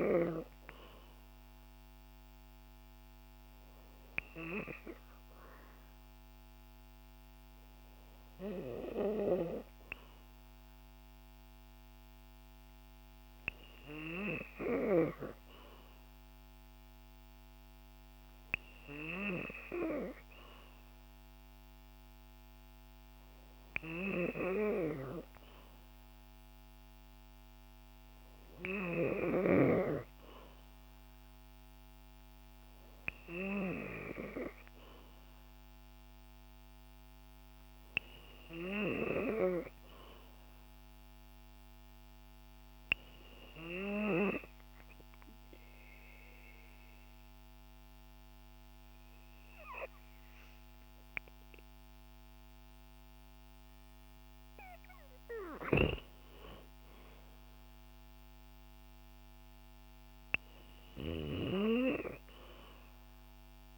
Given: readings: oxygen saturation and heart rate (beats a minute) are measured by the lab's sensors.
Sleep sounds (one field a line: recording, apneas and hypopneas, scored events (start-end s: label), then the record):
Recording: breathing in sleep by a microphone on the trachea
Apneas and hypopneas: 1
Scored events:
45.00-56.00 s: obstructive apnea (oxygen 93% before, 90% lowest, heart rate 58 before, 56 extreme, up 4 after)
57.00-60.50 s: arousal
From the record:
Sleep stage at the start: N3 (deep sleep)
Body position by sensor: on the back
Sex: female